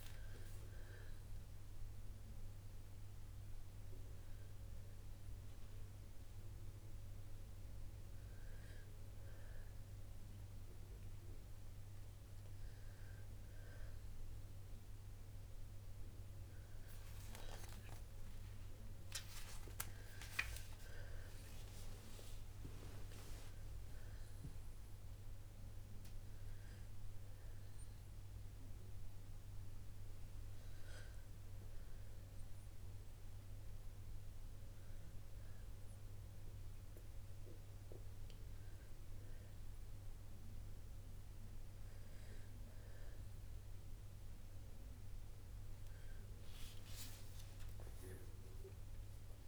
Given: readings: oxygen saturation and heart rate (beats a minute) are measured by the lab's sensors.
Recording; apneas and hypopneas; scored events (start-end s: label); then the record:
breathing in sleep by a room microphone; none
20.50-31.50 s: oxygen desaturation (device-marked, oxygen 95% before, 92% lowest, heart rate 62 before, 63 extreme)
46.50-49.48 s: arousal
From the record:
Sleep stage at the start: N2 (light sleep); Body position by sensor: on the back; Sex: female